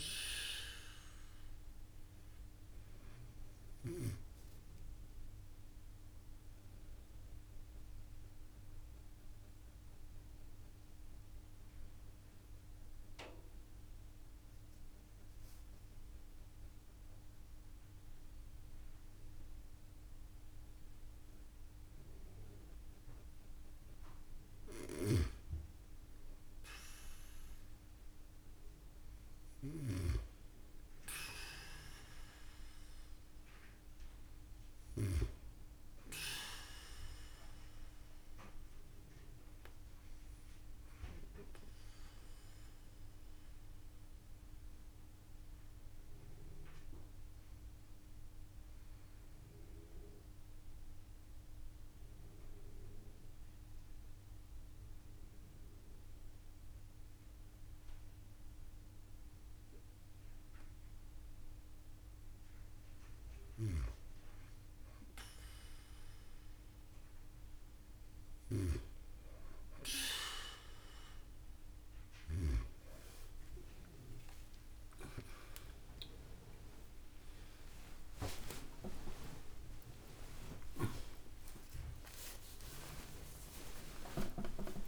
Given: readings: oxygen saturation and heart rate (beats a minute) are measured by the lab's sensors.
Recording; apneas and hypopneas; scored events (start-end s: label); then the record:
a person partly awake in a sleep study, by a room microphone; 2
7.00-25.00 s: obstructive apnea (oxygen 98% before, 93% lowest)
27.00-31.50 s: arousal
42.00-44.00 s: long interval between heartbeats (device-marked)
43.00-60.00 s: obstructive apnea (oxygen 96% before, 92% lowest)
55.00-84.88 s: new sleep stage, awake
64.00-66.00 s: long interval between heartbeats (device-marked)
74.00-84.88 s: oxygen desaturation (device-marked, oxygen 96% before, 92% lowest)
74.50-76.50 s: long interval between heartbeats (device-marked)
82.50-84.50 s: long interval between heartbeats (device-marked, heart rate 45 before, 75 extreme)
From the record:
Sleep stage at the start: N2 (light sleep); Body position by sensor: on the back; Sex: female